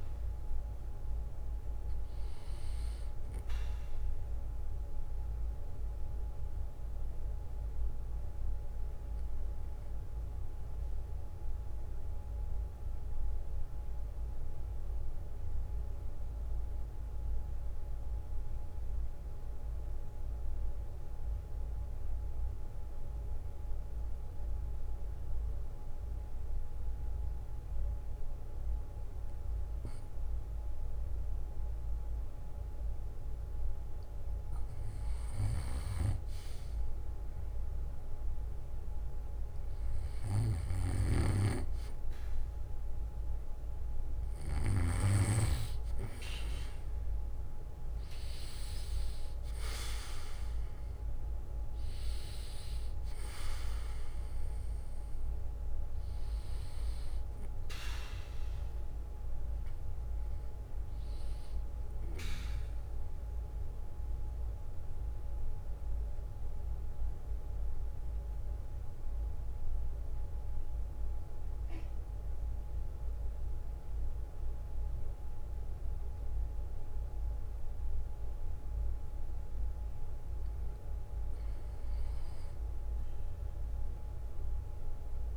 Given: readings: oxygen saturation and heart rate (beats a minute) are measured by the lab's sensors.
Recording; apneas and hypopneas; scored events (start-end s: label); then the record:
breathing in sleep by a room microphone; 2
0.00-10.00 s: oxygen desaturation (device-marked, oxygen 94% lowest, heart rate 56 extreme)
8.50-33.50 s: mixed apnea (oxygen 97% before, 93% lowest, heart rate 64 before, 56 extreme, up 7 after)
29.00-31.00 s: bradycardia (device-marked, heart rate 63 before, 60 extreme)
36.00-39.00 s: arousal
40.50-45.00 s: snoring (device-marked)
63.00-80.00 s: central apnea (oxygen 99% before, 94% lowest, heart rate 63 before, 57 extreme, up 6 after)
83.00-85.37 s: arousal
From the record:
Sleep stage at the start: N2 (light sleep); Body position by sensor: on the back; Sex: male